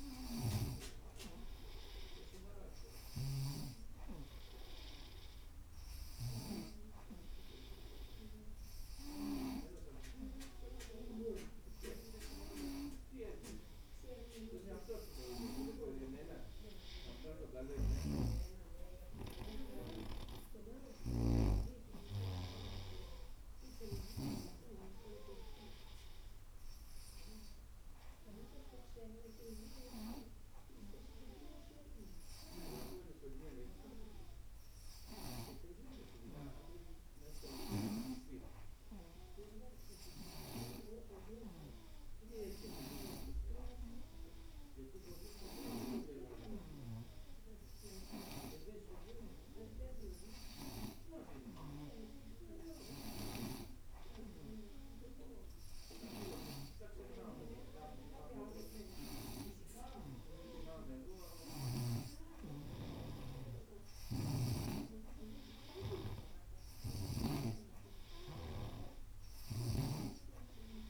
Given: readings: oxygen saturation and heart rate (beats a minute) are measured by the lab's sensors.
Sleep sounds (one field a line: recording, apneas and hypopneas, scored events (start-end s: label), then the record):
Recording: breathing in sleep by a room microphone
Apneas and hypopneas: none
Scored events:
0.00-1.00 s: snoring (device-marked)
18.00-21.50 s: snoring (device-marked)
64.00-67.50 s: snoring (device-marked)
From the record:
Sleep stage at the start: N2 (light sleep)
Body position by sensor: on the right side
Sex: female